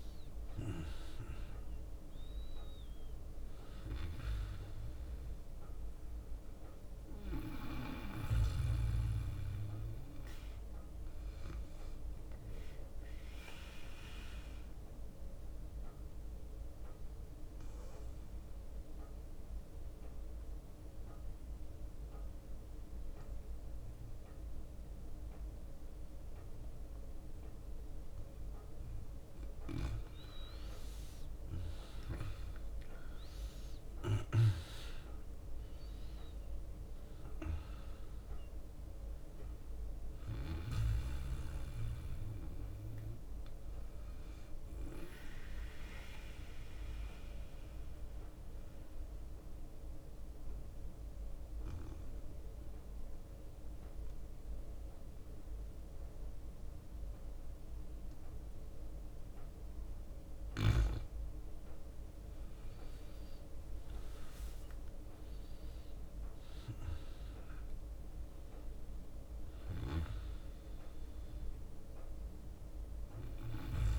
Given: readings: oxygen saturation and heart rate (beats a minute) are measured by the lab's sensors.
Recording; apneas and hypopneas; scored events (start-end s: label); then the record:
breathing in sleep by a room microphone; 2
0.00-1.00 s: leg movement (device-marked)
0.00-2.00 s: arousal
2.00-17.00 s: oxygen desaturation (device-marked, oxygen 97% before, 93% lowest, heart rate 61 before, 60 extreme)
12.00-33.00 s: drop in pulse transit time (device-marked, heart rate 63 before, 60 extreme)
14.00-28.50 s: obstructive apnea (oxygen 97% before, 91% lowest, heart rate 63 before, 60 extreme, up 8 after)
23.00-29.50 s: leg movement (device-marked)
31.00-52.00 s: oxygen desaturation (device-marked, oxygen 99% before, 91% lowest, heart rate 60 before, 60 extreme)
32.00-33.50 s: leg movement (device-marked)
32.00-37.00 s: arousal
45.00-60.00 s: mixed apnea (oxygen 99% before, 91% lowest, heart rate 64 before, 58 extreme, up 8 after)
48.00-65.00 s: drop in pulse transit time (device-marked, heart rate 64 before, 60 extreme)
63.00-68.00 s: arousal
67.00-73.99 s: oxygen desaturation (device-marked, oxygen 99% before, 94% lowest, heart rate 61 before, 58 extreme)
72.00-73.99 s: leg movement (device-marked)
From the record:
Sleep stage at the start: N2 (light sleep); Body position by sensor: on the back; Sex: male